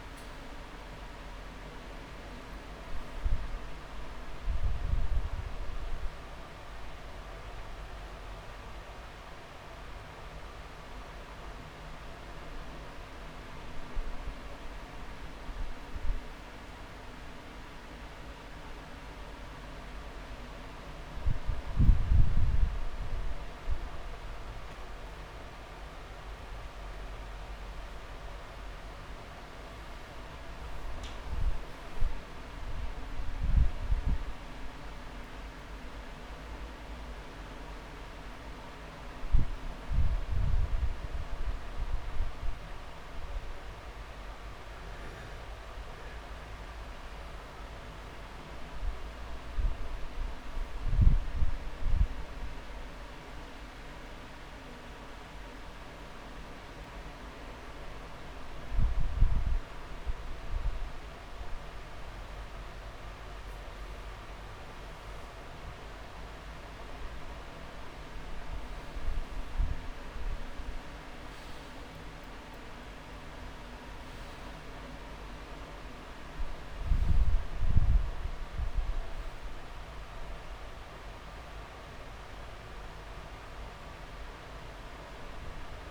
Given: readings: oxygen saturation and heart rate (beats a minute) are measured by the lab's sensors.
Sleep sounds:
breathing in sleep, hard to hear, by a room microphone; 1
3.00-22.00 s: oxygen desaturation (device-marked, oxygen 98% before, 94% lowest)
6.00-8.00 s: drop in pulse transit time (device-marked)
14.50-16.50 s: long interval between heartbeats (device-marked)
20.00-24.00 s: drop in pulse transit time (device-marked)
21.00-23.00 s: long interval between heartbeats (device-marked)
35.50-37.50 s: long interval between heartbeats (device-marked)
35.50-40.50 s: arousal
46.50-48.50 s: long interval between heartbeats (device-marked)
49.00-63.00 s: central apnea (oxygen 98% before, 92% lowest)
58.50-60.50 s: long interval between heartbeats (device-marked)
67.50-71.00 s: arousal
81.00-83.00 s: long interval between heartbeats (device-marked)
81.00-85.91 s: oxygen desaturation (device-marked, oxygen 98% before, 92% lowest)
From the record:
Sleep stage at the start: N2 (light sleep); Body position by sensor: on the back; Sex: male

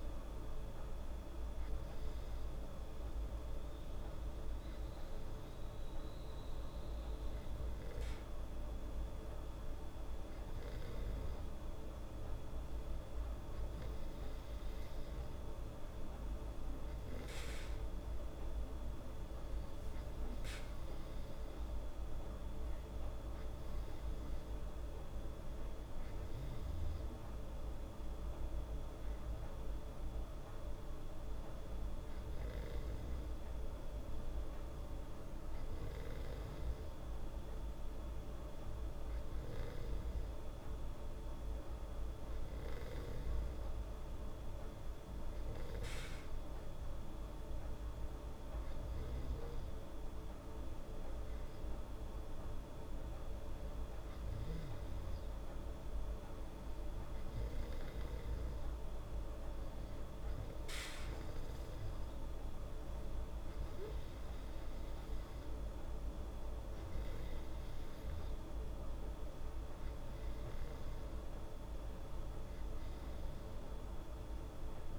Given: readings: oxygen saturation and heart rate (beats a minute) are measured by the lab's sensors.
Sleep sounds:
breathing in sleep, hard to hear, by a room microphone; none
13.00-17.50 s: arousal
From the record:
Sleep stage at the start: N2 (light sleep); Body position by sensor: on the back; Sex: female

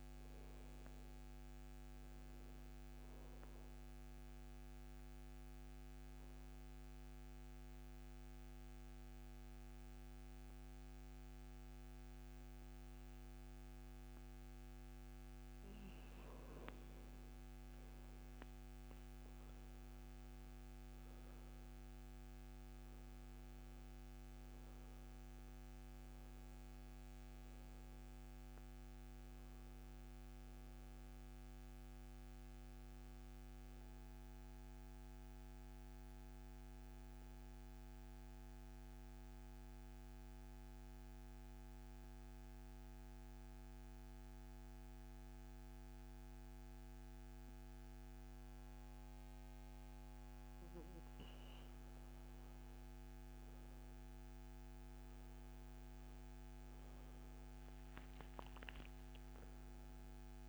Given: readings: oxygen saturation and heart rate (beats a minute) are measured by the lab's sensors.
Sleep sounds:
breathing in sleep, hard to hear, by a microphone on the trachea; 2
0.00-10.50 s: oxygen desaturation (device-marked, oxygen 91% lowest, heart rate 65 extreme)
3.50-15.00 s: obstructive apnea (oxygen 97% before, 86% lowest, heart rate 67 before, 65 extreme, up 6 after)
18.00-22.50 s: arousal
20.50-36.50 s: oxygen desaturation (device-marked, oxygen 96% before, 88% lowest, heart rate 68 before, 61 extreme)
35.00-50.00 s: obstructive apnea (oxygen 96% before, 86% lowest, heart rate 70 before, 61 extreme, up 10 after)
52.00-56.50 s: arousal
53.50-60.49 s: oxygen desaturation (device-marked, oxygen 97% before, 86% lowest, heart rate 64 before, 63 extreme)
From the record:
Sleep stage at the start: N2 (light sleep); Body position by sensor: on the back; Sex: male

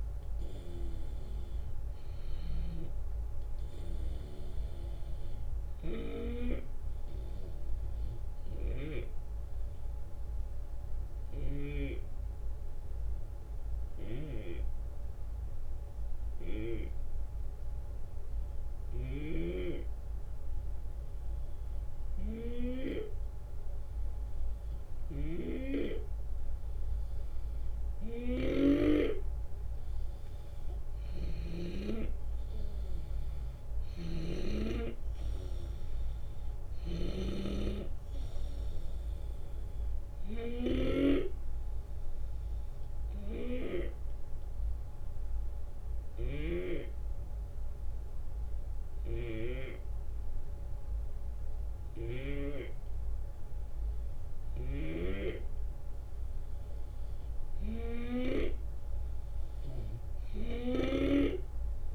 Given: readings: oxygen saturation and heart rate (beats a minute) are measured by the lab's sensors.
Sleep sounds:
breathing in sleep by a room microphone; 2
0.00-2.50 s: snoring (device-marked)
7.00-21.50 s: obstructive apnea (oxygen 95% before, 90% lowest, heart rate 75 before, 71 extreme, up 4 after)
13.50-28.50 s: snoring (device-marked)
30.00-40.00 s: oxygen desaturation (device-marked, oxygen 95% before, 91% lowest, heart rate 73 before, 69 extreme)
30.50-34.00 s: snoring (device-marked)
36.00-52.00 s: snoring (device-marked)
40.50-56.50 s: obstructive apnea (oxygen 95% before, 90% lowest, heart rate 76 before, 69 extreme, up 10 after)
From the record:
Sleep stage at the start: REM sleep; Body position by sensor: on the left side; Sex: male

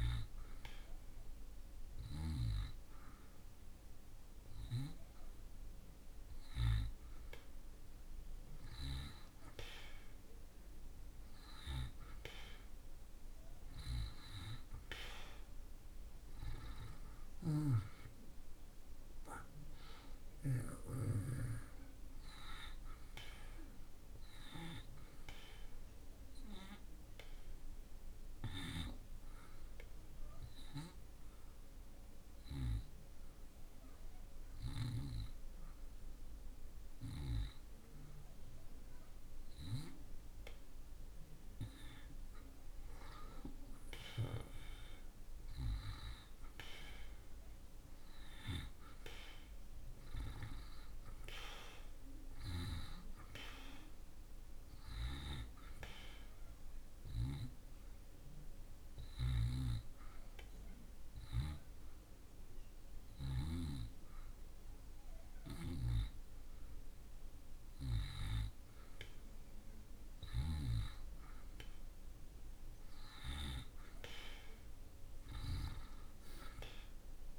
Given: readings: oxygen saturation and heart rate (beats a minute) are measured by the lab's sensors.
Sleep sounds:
breathing in sleep by a room microphone; 2
30.50-41.50 s: obstructive apnea (oxygen 90% before, 84% lowest)
44.50-48.00 s: arousal
55.00-73.00 s: oxygen desaturation (device-marked, oxygen 93% before, 84% lowest)
58.50-69.00 s: hypopnea (oxygen 93% before, 84% lowest)
74.00-77.39 s: arousal
From the record:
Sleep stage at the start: N2 (light sleep); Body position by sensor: on the back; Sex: male

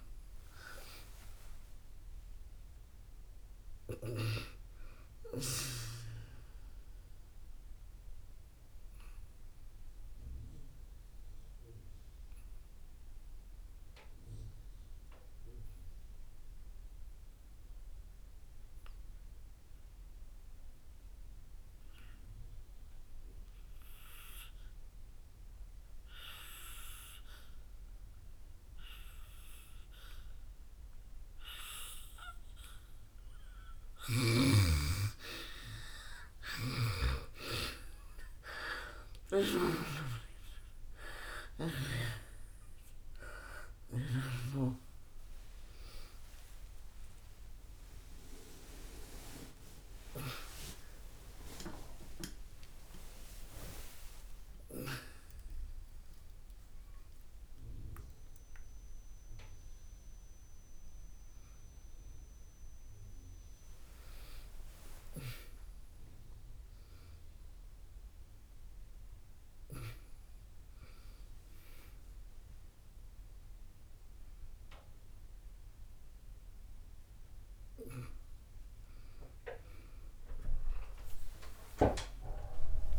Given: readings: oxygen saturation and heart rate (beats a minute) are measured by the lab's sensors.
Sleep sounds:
a person awake in a sleep study, by a room microphone; 1
0.00-24.50 s: oxygen desaturation (device-marked, oxygen 85% lowest, heart rate 55 extreme)
7.50-34.00 s: obstructive apnea (oxygen 98% before, 85% lowest, heart rate 71 before, 55 extreme, up 25 after)
32.50-77.50 s: oxygen desaturation (device-marked, oxygen 98% before, 85% lowest, heart rate 60 before, 61 extreme)
38.50-82.99 s: new sleep stage, awake
From the record:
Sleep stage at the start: N2 (light sleep); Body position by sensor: on the back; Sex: female

